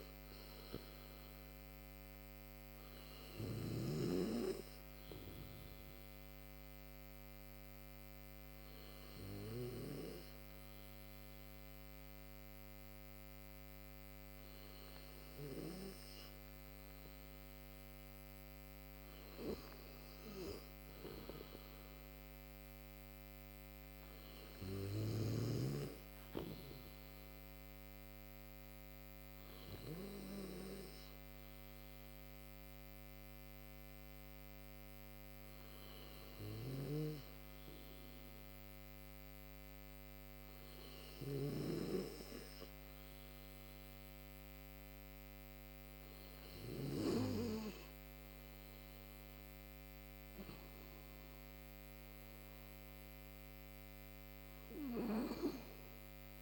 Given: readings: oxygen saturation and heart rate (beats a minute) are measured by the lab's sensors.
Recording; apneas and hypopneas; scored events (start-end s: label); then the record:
breathing in sleep by a microphone on the trachea; 2
4.50-17.50 s: obstructive apnea (oxygen 95% before, 91% lowest, heart rate 62 before, 56 extreme, up 13 after)
19.00-22.50 s: arousal
26.50-46.00 s: obstructive apnea (oxygen 95% before, 91% lowest, heart rate 65 before, 54 extreme, up 20 after)
49.00-51.50 s: arousal
From the record:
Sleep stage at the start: N2 (light sleep); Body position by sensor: on the right side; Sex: male